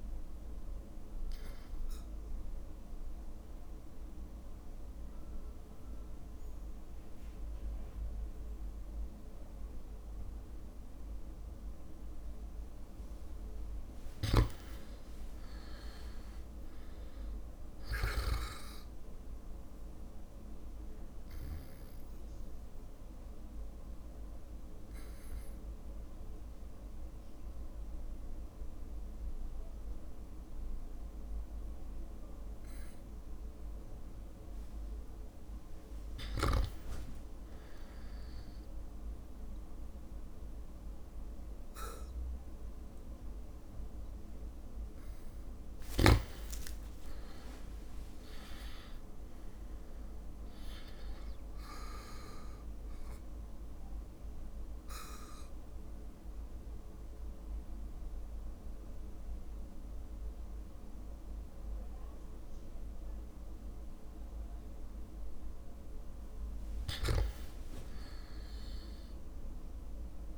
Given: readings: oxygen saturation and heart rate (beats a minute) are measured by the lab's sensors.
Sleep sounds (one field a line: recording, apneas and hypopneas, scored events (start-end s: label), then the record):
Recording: breathing in sleep, hard to hear, by a room microphone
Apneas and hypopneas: 3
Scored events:
0.50-13.00 s: obstructive apnea (oxygen 100% before, 96% lowest, heart rate 58 before, 54 extreme, up 5 after)
14.00-18.50 s: snoring (device-marked)
15.50-18.00 s: arousal
21.00-34.50 s: obstructive apnea (oxygen 100% before, 96% lowest, heart rate 59 before, 54 extreme, up 6 after)
46.00-50.00 s: arousal
46.50-48.50 s: long interval between heartbeats (device-marked, heart rate 58 before, 83 extreme)
53.50-65.00 s: obstructive apnea (oxygen 99% before, 95% lowest, heart rate 69 before, 56 extreme, up 5 after)
66.50-69.00 s: arousal
From the record:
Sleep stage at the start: N2 (light sleep)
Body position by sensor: on the back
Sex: male